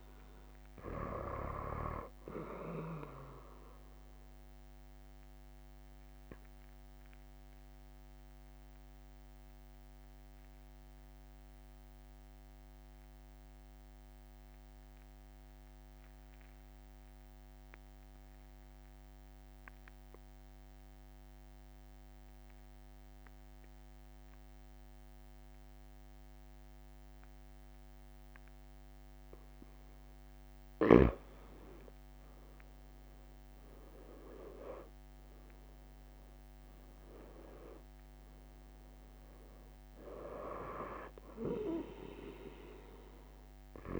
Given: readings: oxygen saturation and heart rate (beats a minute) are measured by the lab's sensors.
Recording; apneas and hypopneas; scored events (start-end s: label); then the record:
breathing in sleep by a microphone on the trachea; 1
0.50-2.50 s: long interval between heartbeats (device-marked, heart rate 45 before, 29 extreme)
4.50-28.00 s: obstructive apnea (oxygen 96% before, 92% lowest)
30.50-32.50 s: long interval between heartbeats (device-marked, heart rate 46 before, 36 extreme)
32.00-37.00 s: arousal
33.00-35.00 s: long interval between heartbeats (device-marked, heart rate 44 before, 32 extreme)
35.00-44.00 s: oxygen desaturation (device-marked, oxygen 97% before, 93% lowest)
From the record:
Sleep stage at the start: N2 (light sleep); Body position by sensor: on the right side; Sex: male